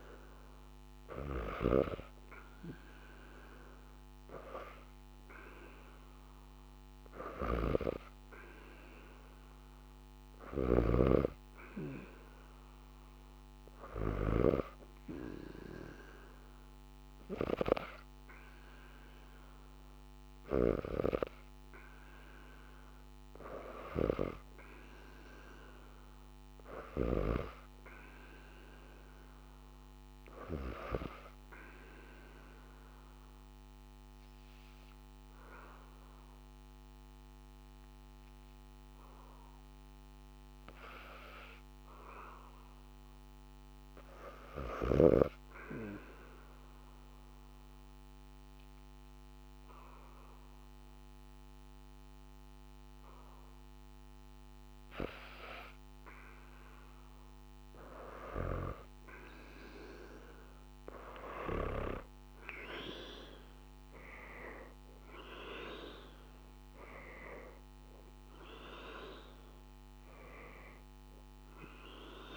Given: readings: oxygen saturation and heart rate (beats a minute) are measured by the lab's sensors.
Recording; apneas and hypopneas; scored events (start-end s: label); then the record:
breathing in sleep by a microphone on the trachea; 1
0.00-14.00 s: snoring (device-marked)
0.00-15.50 s: oxygen desaturation (device-marked, oxygen 90% lowest, heart rate 75 extreme)
44.50-55.50 s: obstructive apnea (oxygen 97% before, 90% lowest, heart rate 76 before, 72 extreme, up 4 after)
57.50-62.00 s: arousal
From the record:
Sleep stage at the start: N2 (light sleep); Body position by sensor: on the back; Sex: female